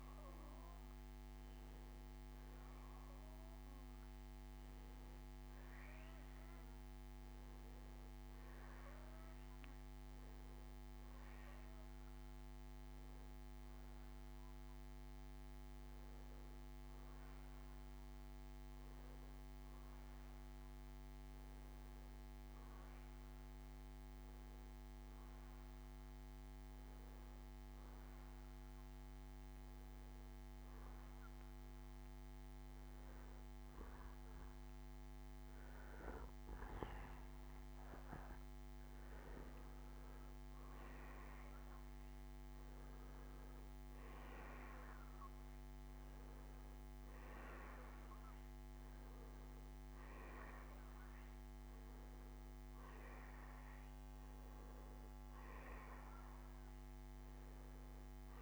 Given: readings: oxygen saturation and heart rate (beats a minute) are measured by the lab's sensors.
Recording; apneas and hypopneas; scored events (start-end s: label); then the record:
breathing in sleep, hard to hear, by a microphone on the trachea; 1
6.50-23.50 s: bradycardia (device-marked, heart rate 69 before, 49 extreme)
12.00-37.00 s: hypopnea (oxygen 93% before, 89% lowest, heart rate 70 before, 49 extreme, up 5 after)
25.50-28.50 s: bradycardia (device-marked, heart rate 68 before, 59 extreme)
29.50-36.50 s: bradycardia (device-marked, heart rate 68 before, 58 extreme)
39.50-43.50 s: arousal
44.50-58.42 s: oxygen desaturation (device-marked, oxygen 93% before, 90% lowest, heart rate 59 before, 44 extreme)
From the record:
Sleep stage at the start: N2 (light sleep); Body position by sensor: on the back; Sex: male